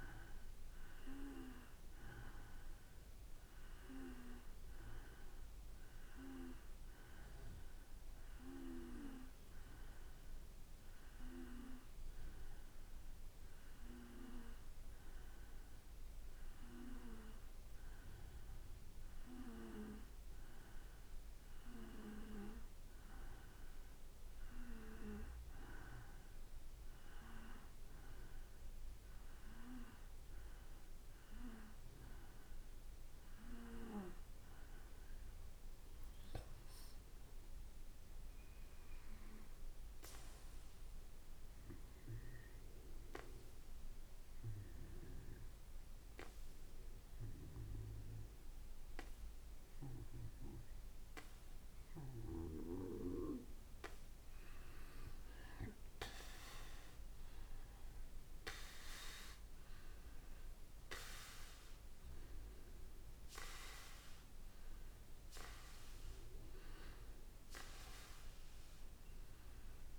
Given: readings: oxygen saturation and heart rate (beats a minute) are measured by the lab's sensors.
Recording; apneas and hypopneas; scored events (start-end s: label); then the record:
breathing in sleep by a room microphone; 1
0.00-3.50 s: oxygen desaturation (device-marked, oxygen 92% lowest, heart rate 55 extreme)
40.50-54.00 s: obstructive apnea (oxygen 95% before, 89% lowest, heart rate 58 before, 55 extreme, up 7 after)
57.50-61.00 s: arousal
59.50-69.99 s: oxygen desaturation (device-marked, oxygen 94% before, 89% lowest, heart rate 59 before, 54 extreme)
From the record:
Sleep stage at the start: N2 (light sleep); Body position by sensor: on the back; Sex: male